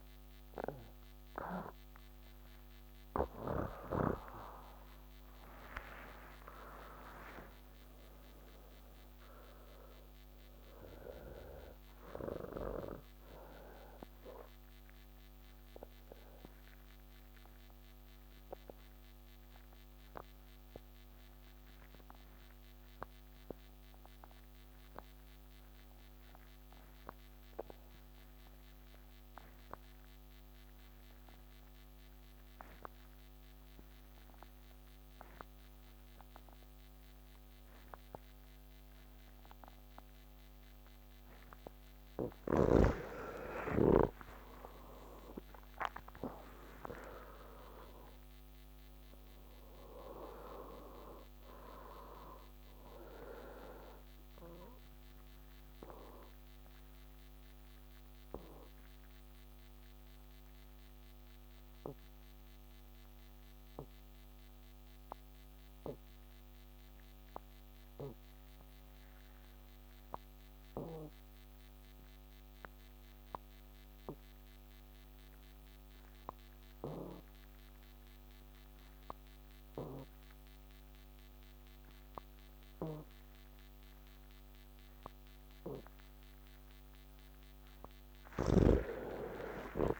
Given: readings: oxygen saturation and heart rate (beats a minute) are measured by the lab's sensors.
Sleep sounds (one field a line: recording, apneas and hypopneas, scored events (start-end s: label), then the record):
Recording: breathing in sleep by a microphone on the trachea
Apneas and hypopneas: 2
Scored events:
10.00-27.00 s: oxygen desaturation (device-marked, oxygen 97% before, 94% lowest)
15.00-42.00 s: obstructive apnea (oxygen 99% before, 79% lowest)
29.00-69.00 s: oxygen desaturation (device-marked, oxygen 97% before, 82% lowest, heart rate 102 before, 36 extreme)
53.00-90.00 s: new sleep stage, N2 (light sleep)
55.00-75.50 s: obstructive apnea (oxygen 97% before, 79% lowest, heart rate 102 before, 93 extreme)
75.00-90.00 s: oxygen desaturation (device-marked, oxygen 98% before, 79% lowest)
From the record:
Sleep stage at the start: N1 (lightest sleep)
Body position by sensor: on the back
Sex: male